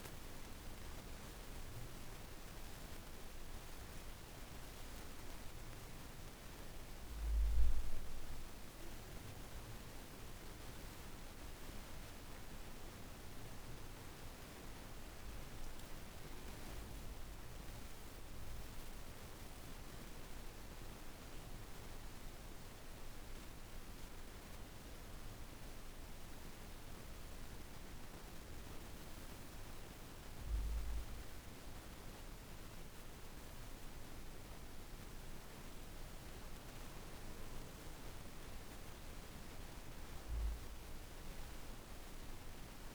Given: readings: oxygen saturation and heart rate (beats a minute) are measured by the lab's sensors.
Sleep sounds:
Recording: breathing in sleep, hard to hear, by a room microphone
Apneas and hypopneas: none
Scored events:
3.50-8.00 s: arousal
From the record:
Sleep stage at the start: N2 (light sleep)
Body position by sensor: on the back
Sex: female

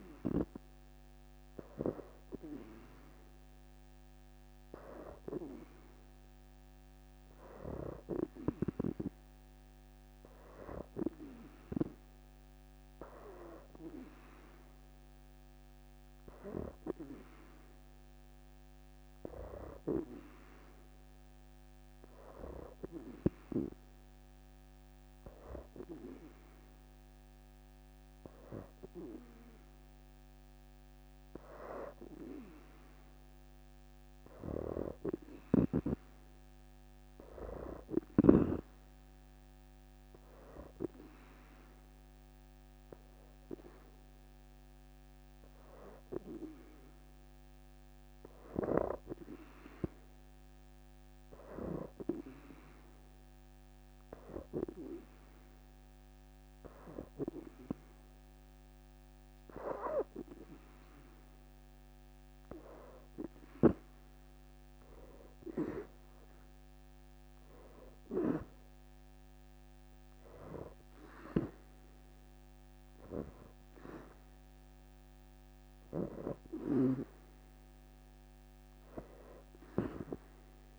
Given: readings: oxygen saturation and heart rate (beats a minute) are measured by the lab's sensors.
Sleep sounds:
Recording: breathing in sleep by a microphone on the trachea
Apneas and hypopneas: 2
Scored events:
0.00-6.50 s: oxygen desaturation (device-marked, oxygen 86% lowest, heart rate 64 extreme)
22.00-33.00 s: hypopnea (oxygen 88% before, 84% lowest, heart rate 79 before, 71 extreme, up 21 after)
36.50-40.00 s: arousal
40.50-53.50 s: oxygen desaturation (device-marked, oxygen 88% before, 84% lowest, heart rate 77 before, 71 extreme)
49.50-60.00 s: hypopnea (oxygen 88% before, 85% lowest, heart rate 81 before, 59 extreme, up 13 after)
58.50-65.50 s: oxygen desaturation (device-marked, oxygen 89% before, 85% lowest, heart rate 77 before, 59 extreme)
65.00-68.00 s: arousal
From the record:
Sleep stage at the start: N2 (light sleep)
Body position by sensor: on the back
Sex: female

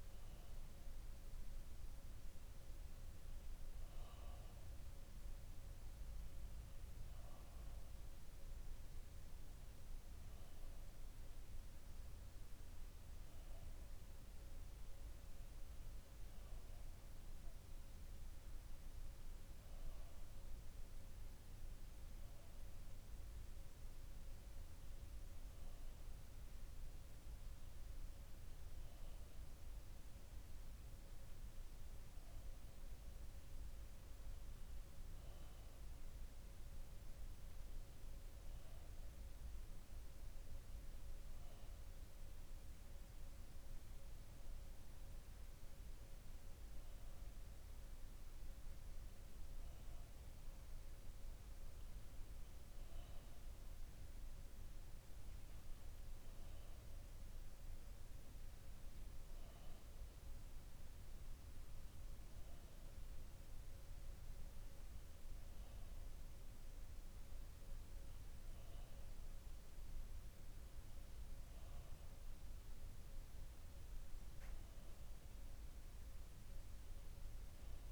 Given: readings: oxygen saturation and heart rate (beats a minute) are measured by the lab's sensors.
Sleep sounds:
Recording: breathing in sleep, hard to hear, by a room microphone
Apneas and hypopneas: none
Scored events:
none scored
From the record:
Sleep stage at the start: N2 (light sleep)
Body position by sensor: on the back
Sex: male

